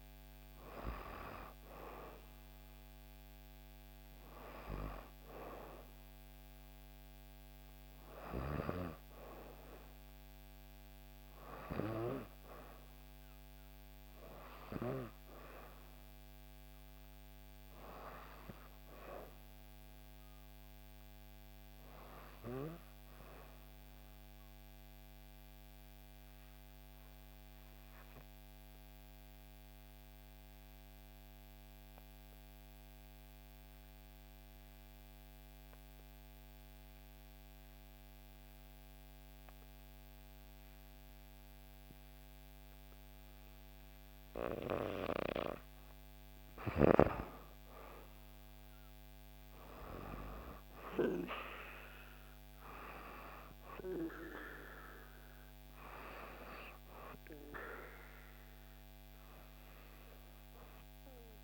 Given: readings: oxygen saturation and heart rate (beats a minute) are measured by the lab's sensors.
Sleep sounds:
breathing in sleep by a microphone on the trachea; 1
0.00-19.00 s: oxygen desaturation (device-marked, oxygen 84% lowest, heart rate 59 extreme)
23.50-44.50 s: obstructive apnea (oxygen 98% before, 90% lowest, heart rate 59 before, 58 extreme, up 4 after)
43.00-61.44 s: oxygen desaturation (device-marked, oxygen 97% before, 90% lowest, heart rate 60 before, 57 extreme)
46.00-50.50 s: arousal
From the record:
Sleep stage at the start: N2 (light sleep); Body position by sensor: on the back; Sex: female

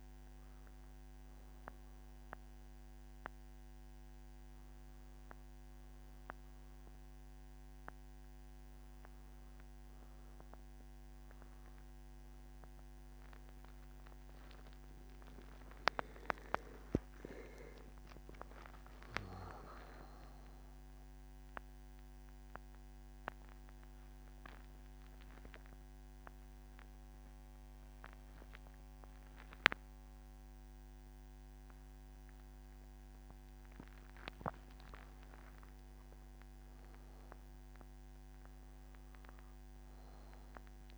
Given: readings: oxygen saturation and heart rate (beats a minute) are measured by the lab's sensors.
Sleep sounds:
breathing in sleep by a microphone on the trachea; none
6.50-40.98 s: new sleep stage, N3 (deep sleep)
From the record:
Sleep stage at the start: N2 (light sleep); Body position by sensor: on the back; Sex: male

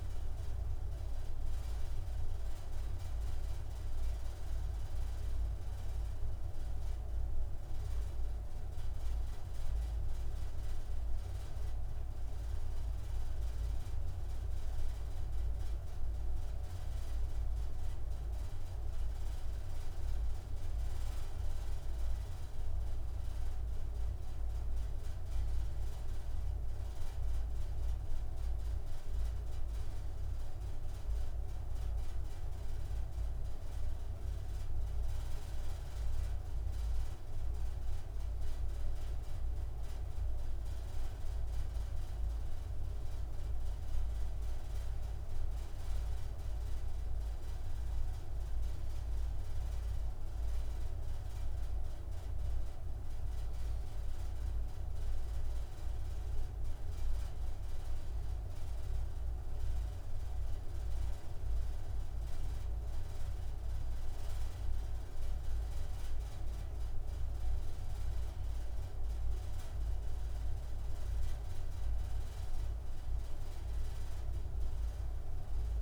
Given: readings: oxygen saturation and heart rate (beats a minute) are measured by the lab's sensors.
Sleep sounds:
a person awake in a sleep study, hard to hear, by a room microphone; none
none scored
From the record:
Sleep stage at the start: awake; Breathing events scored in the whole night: 91 in 7.6 hours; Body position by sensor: on the right side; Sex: male

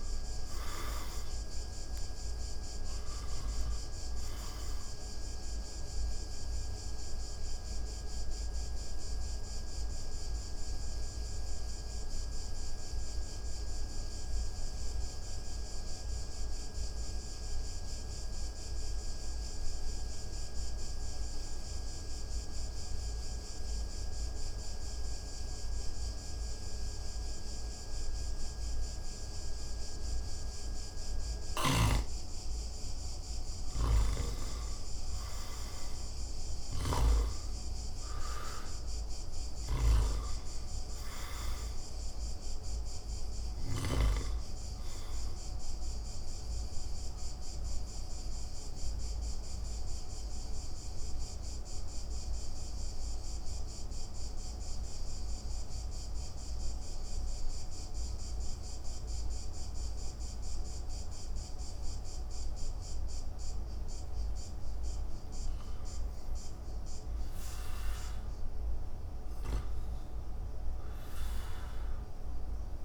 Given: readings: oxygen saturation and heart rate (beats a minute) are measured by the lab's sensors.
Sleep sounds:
breathing in sleep, hard to hear, by a room microphone; 2
0.50-4.50 s: oxygen desaturation (device-marked, oxygen 97% before, 91% lowest)
5.50-32.00 s: mixed apnea (oxygen 98% before, 84% lowest)
6.50-19.50 s: oxygen desaturation (device-marked, oxygen 95% before, 85% lowest)
31.00-43.50 s: snoring (device-marked)
34.50-39.50 s: arousal
35.50-64.50 s: oxygen desaturation (device-marked, oxygen 98% before, 84% lowest)
48.50-64.00 s: mixed apnea (oxygen 98% before, 84% lowest)
66.00-70.00 s: arousal
From the record:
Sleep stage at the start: N2 (light sleep); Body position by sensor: on the back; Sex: male

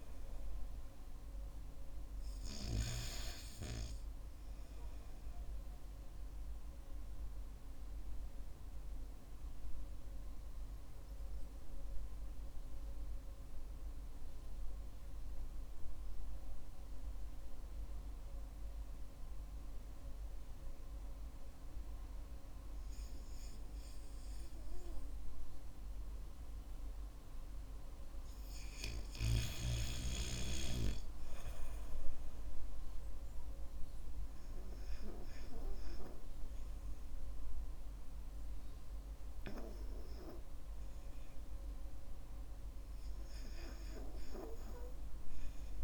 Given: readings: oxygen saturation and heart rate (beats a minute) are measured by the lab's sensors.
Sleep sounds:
breathing in sleep by a room microphone; 1
11.50-24.00 s: central apnea (oxygen 97% before, 93% lowest, heart rate 58 before, 48 extreme, up 4 after)
27.50-31.50 s: arousal
From the record:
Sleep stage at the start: N2 (light sleep); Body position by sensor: on the back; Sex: male

